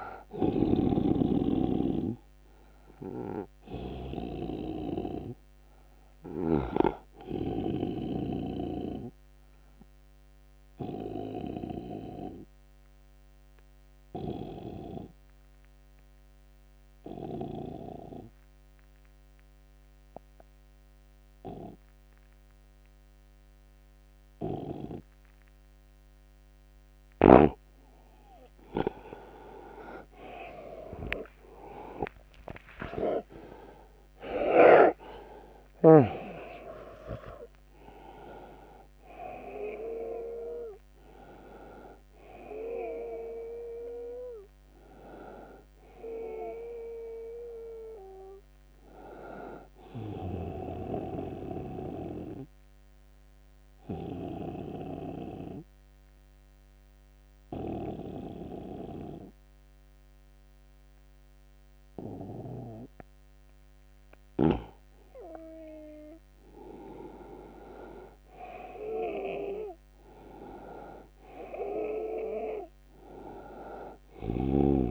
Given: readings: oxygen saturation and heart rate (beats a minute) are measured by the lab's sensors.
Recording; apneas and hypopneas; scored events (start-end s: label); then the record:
breathing in sleep by a microphone on the trachea; 2
0.00-8.00 s: oxygen desaturation (device-marked, oxygen 92% lowest, heart rate 68 extreme)
0.50-7.00 s: snoring (device-marked)
8.50-26.00 s: obstructive apnea (oxygen 99% before, 84% lowest, heart rate 77 before, 68 extreme, up 0 after)
23.00-56.00 s: oxygen desaturation (device-marked, oxygen 98% before, 84% lowest, heart rate 77 before, 69 extreme)
28.50-33.50 s: arousal
52.00-64.50 s: obstructive apnea (oxygen 96% before, 86% lowest, heart rate 83 before, 72 extreme, up 15 after)
73.00-74.90 s: oxygen desaturation (device-marked, oxygen 99% before, 92% lowest, heart rate 83 before, 68 extreme)
From the record:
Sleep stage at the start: N2 (light sleep); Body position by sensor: on the right side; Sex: male